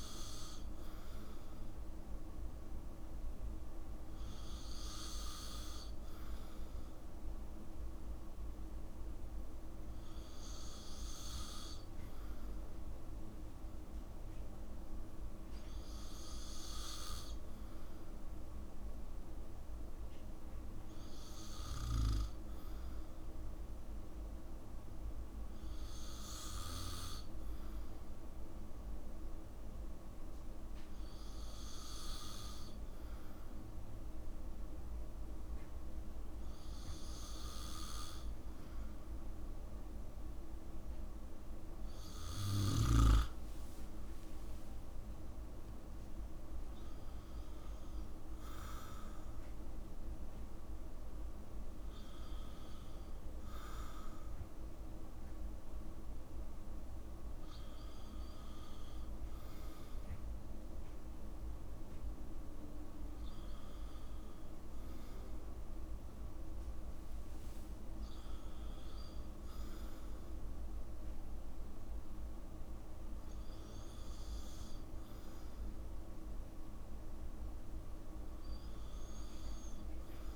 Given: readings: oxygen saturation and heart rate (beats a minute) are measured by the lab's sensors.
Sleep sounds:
breathing in sleep, hard to hear, by a room microphone; none
none scored
From the record:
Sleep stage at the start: N2 (light sleep); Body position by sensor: on the back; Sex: male

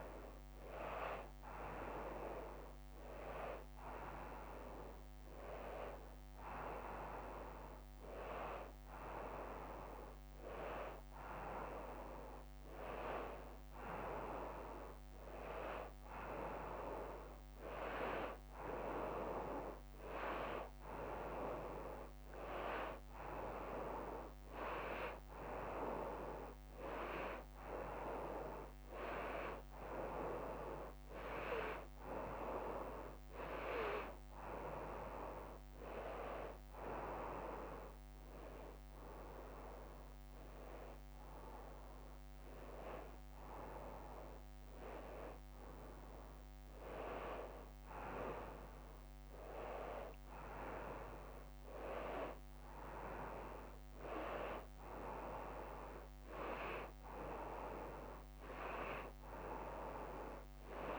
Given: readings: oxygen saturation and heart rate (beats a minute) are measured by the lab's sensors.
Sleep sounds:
breathing in sleep by a microphone on the trachea; 1
32.50-35.50 s: arousal
38.00-48.00 s: hypopnea (oxygen 94% before, 91% lowest, heart rate 95 before, 89 extreme, up 4 after)
49.50-53.50 s: arousal
53.00-60.98 s: oxygen desaturation (device-marked, oxygen 94% before, 91% lowest, heart rate 93 before, 91 extreme)
From the record:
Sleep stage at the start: N1 (lightest sleep); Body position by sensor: on the front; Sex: female

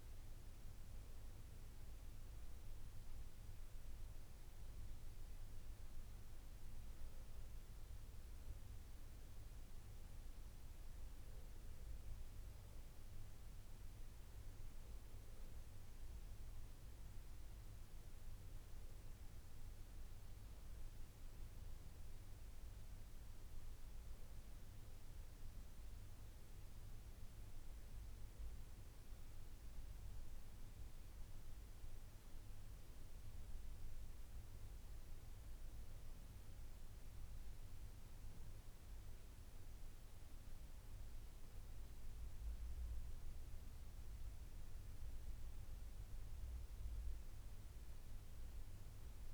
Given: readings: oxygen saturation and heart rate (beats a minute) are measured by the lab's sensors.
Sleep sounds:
breathing in sleep, hard to hear, by a room microphone; none
none scored
From the record:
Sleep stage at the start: N2 (light sleep); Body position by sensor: on the back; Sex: female

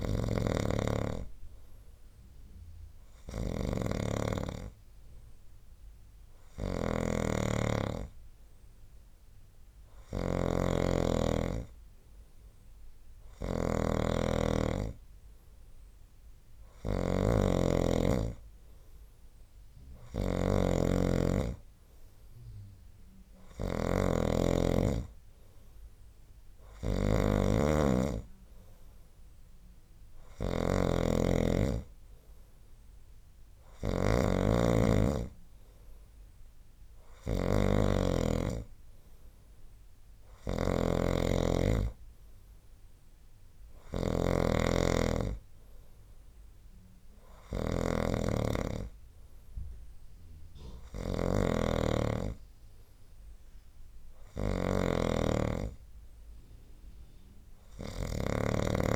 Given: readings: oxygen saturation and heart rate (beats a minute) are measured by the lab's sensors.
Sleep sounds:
breathing in sleep by a room microphone; none
0.00-58.96 s: snoring (device-marked)
From the record:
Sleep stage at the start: N2 (light sleep); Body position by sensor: on the right side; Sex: male

